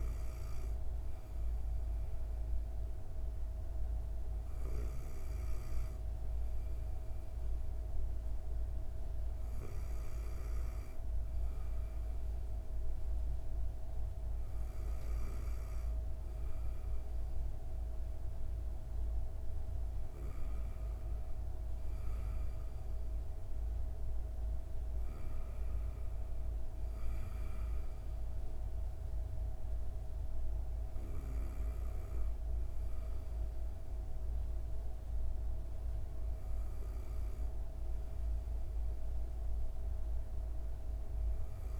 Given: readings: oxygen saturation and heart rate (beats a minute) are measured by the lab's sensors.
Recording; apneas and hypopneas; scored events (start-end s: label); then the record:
breathing in sleep, hard to hear, by a room microphone; none
none scored
From the record:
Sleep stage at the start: N2 (light sleep); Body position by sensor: on the back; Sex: female